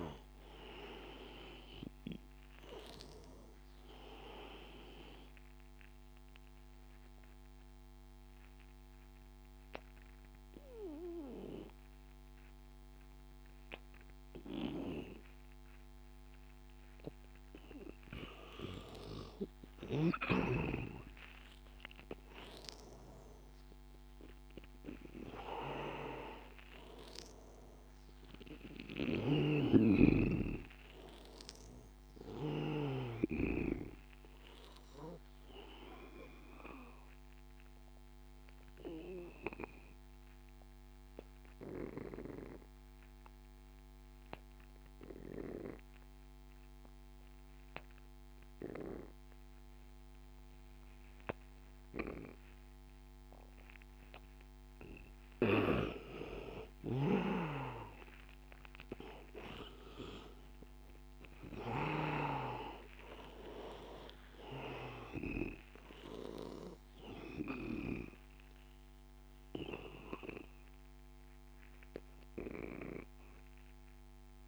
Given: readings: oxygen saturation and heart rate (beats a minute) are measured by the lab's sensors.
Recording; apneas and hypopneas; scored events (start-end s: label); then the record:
a person partly awake in a sleep study, by a microphone on the trachea; 2
3.00-74.48 s: new sleep stage, N2 (light sleep)
5.00-18.50 s: obstructive apnea (oxygen 99% before, 88% lowest, heart rate 98 before, 87 extreme, up 4 after)
20.00-23.50 s: arousal
24.00-46.00 s: oxygen desaturation (device-marked, oxygen 96% before, 90% lowest, heart rate 93 before, 82 extreme)
29.00-33.00 s: snoring (device-marked)
36.00-55.50 s: obstructive apnea (oxygen 97% before, 88% lowest, heart rate 90 before, 82 extreme, up 8 after)
53.00-74.48 s: oxygen desaturation (device-marked, oxygen 99% before, 88% lowest, heart rate 88 before, 78 extreme)
58.00-61.00 s: arousal
From the record:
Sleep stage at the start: awake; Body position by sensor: on the back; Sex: male